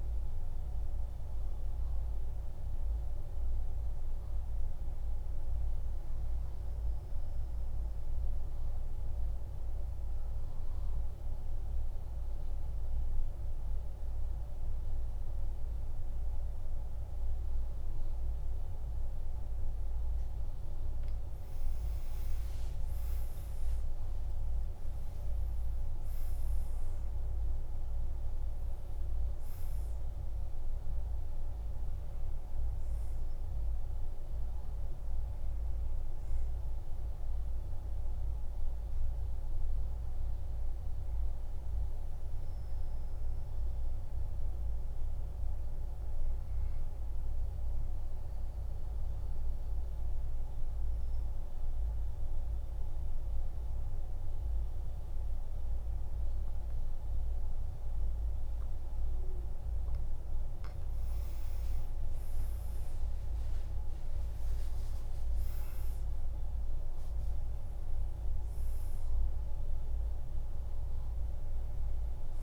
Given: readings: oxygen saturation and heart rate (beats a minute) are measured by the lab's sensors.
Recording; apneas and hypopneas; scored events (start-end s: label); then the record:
breathing in sleep, hard to hear, by a room microphone; 2
0.00-7.00 s: oxygen desaturation (device-marked, oxygen 91% lowest, heart rate 48 extreme)
5.00-20.00 s: central apnea (oxygen 97% before, 93% lowest, heart rate 56 before, 48 extreme, up 16 after)
5.00-72.43 s: new sleep stage, N2 (light sleep)
23.00-26.50 s: arousal
28.00-50.00 s: oxygen desaturation (device-marked, oxygen 99% before, 93% lowest, heart rate 54 before, 49 extreme)
48.00-61.00 s: obstructive apnea (oxygen 99% before, 89% lowest, heart rate 55 before, 48 extreme, up 15 after)
62.50-65.50 s: arousal
63.00-72.43 s: oxygen desaturation (device-marked, oxygen 99% before, 94% lowest, heart rate 51 before, 48 extreme)
From the record:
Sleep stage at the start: N1 (lightest sleep); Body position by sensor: on the back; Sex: male